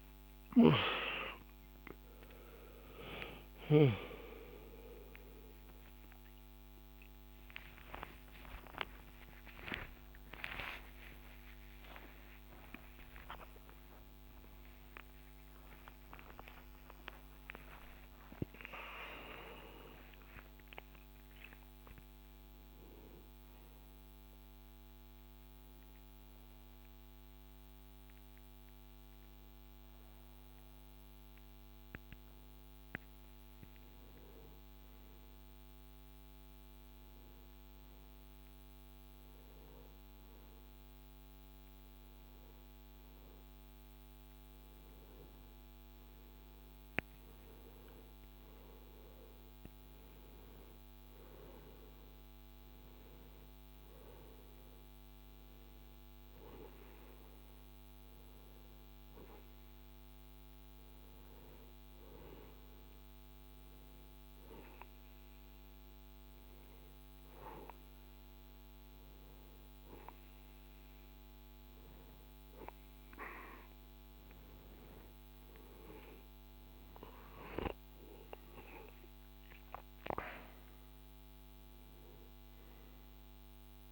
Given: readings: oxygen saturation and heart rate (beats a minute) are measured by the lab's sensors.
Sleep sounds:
a person partly awake in a sleep study, by a microphone on the trachea; 1
4.00-11.00 s: tachycardia (device-marked, heart rate 74 before, 121 extreme)
26.00-83.92 s: new sleep stage, N1 (lightest sleep)
42.00-45.00 s: oxygen desaturation (device-marked, oxygen 100% before, 98% lowest, heart rate 66 before, 62 extreme)
55.50-69.00 s: hypopnea (oxygen 100% before, 93% lowest, heart rate 73 before, 62 extreme, up 12 after)
72.50-77.00 s: arousal
From the record:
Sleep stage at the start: awake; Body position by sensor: on the right side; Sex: male

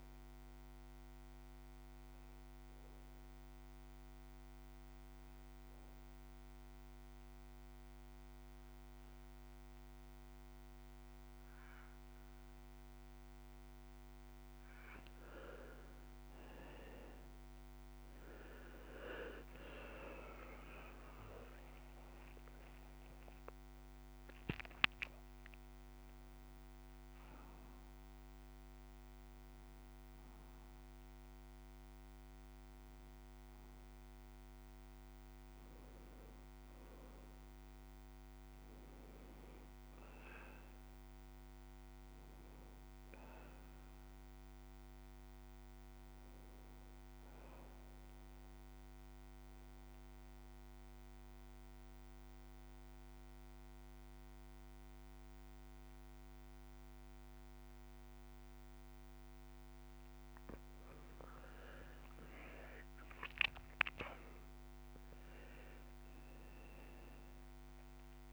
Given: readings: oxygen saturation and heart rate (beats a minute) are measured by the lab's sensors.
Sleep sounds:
breathing in sleep by a microphone on the trachea; 2
3.50-14.50 s: obstructive apnea (oxygen 95% before, 90% lowest, heart rate 93 before, 64 extreme, up 24 after)
15.00-38.00 s: oxygen desaturation (device-marked, oxygen 94% before, 90% lowest, heart rate 118 before, 82 extreme)
17.50-24.00 s: arousal
47.00-59.50 s: mixed apnea (oxygen 98% before, 92% lowest)
61.00-65.50 s: arousal
61.00-68.33 s: new sleep stage, N1 (lightest sleep)
63.00-68.33 s: oxygen desaturation (device-marked, oxygen 97% before, 92% lowest)
From the record:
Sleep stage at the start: N2 (light sleep); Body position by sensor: on the back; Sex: male

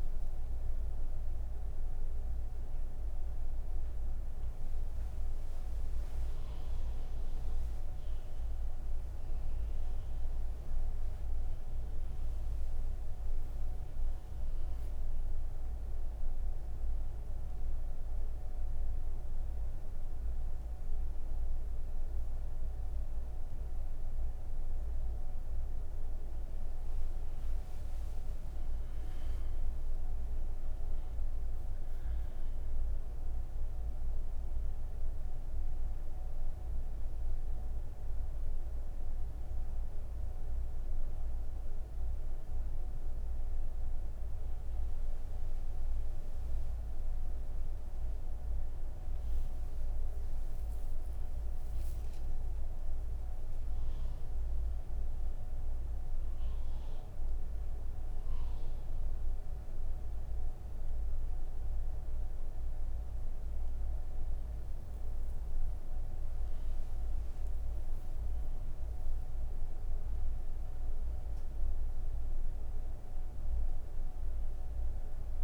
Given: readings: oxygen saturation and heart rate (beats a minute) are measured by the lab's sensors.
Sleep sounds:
breathing in sleep, hard to hear, by a room microphone; none
none scored
From the record:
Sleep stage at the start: N3 (deep sleep); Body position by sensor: on the right side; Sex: female

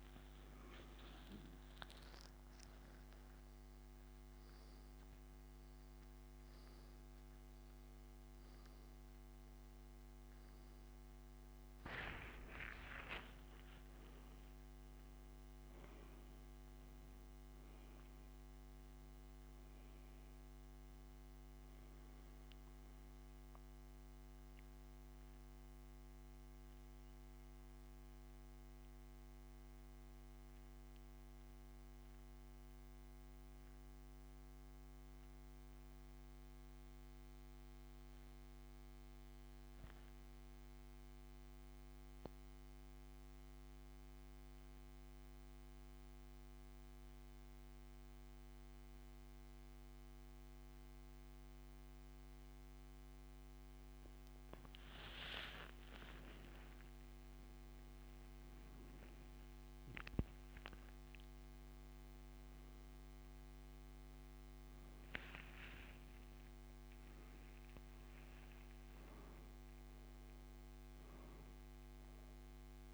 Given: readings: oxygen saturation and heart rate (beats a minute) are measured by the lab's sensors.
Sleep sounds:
breathing in sleep by a microphone on the trachea; 1
23.00-51.00 s: oxygen desaturation (device-marked, oxygen 96% before, 88% lowest, heart rate 69 before, 44 extreme)
24.00-54.00 s: mixed apnea (oxygen 99% before, 88% lowest, heart rate 67 before, 44 extreme, up 25 after)
56.00-59.00 s: arousal
From the record:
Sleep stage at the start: N2 (light sleep); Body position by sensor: on the back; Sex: male

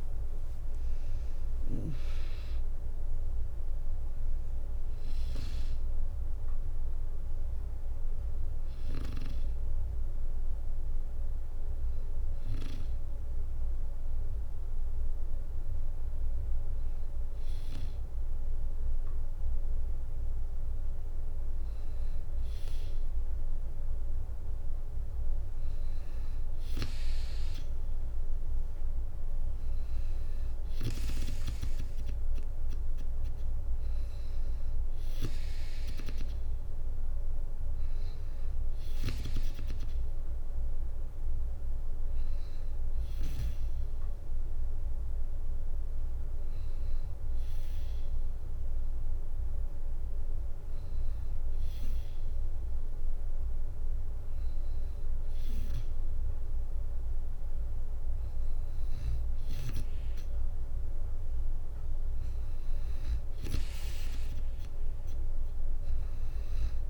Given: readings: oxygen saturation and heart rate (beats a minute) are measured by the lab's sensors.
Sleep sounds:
breathing in sleep by a room microphone; 1
0.50-11.50 s: drop in pulse transit time (device-marked, heart rate 68 before, 62 extreme)
49.00-60.00 s: hypopnea (oxygen 98% before, 93% lowest, heart rate 63 before, 61 extreme, up 4 after)
61.50-65.00 s: arousal
62.50-66.90 s: oxygen desaturation (device-marked, oxygen 96% before, 93% lowest, heart rate 62 before, 58 extreme)
From the record:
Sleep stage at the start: N2 (light sleep); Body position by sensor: on the back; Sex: female

